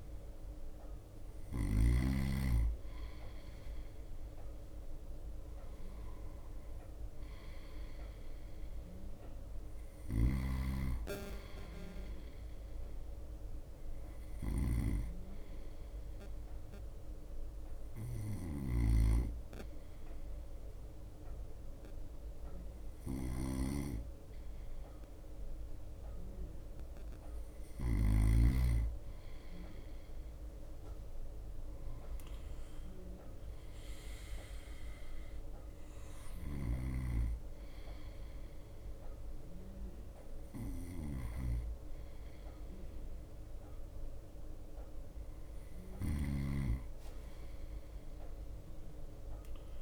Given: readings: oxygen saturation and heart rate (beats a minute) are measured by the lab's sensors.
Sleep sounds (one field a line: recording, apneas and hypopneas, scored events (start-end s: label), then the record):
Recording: breathing in sleep by a room microphone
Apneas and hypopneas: 1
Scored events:
0.00-2.50 s: snoring (device-marked)
0.00-33.50 s: bradycardia (device-marked, heart rate 56 extreme)
10.00-28.50 s: snoring (device-marked)
15.00-28.50 s: hypopnea (oxygen 95% before, 93% lowest, heart rate 57 before, 56 extreme, up 3 after)
30.50-34.50 s: arousal
33.50-42.50 s: drop in pulse transit time (device-marked, heart rate 57 before, 57 extreme)
35.50-49.82 s: bradycardia (device-marked, heart rate 58 before, 56 extreme)
36.50-46.50 s: snoring (device-marked)
From the record:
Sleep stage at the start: N2 (light sleep)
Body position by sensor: on the right side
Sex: male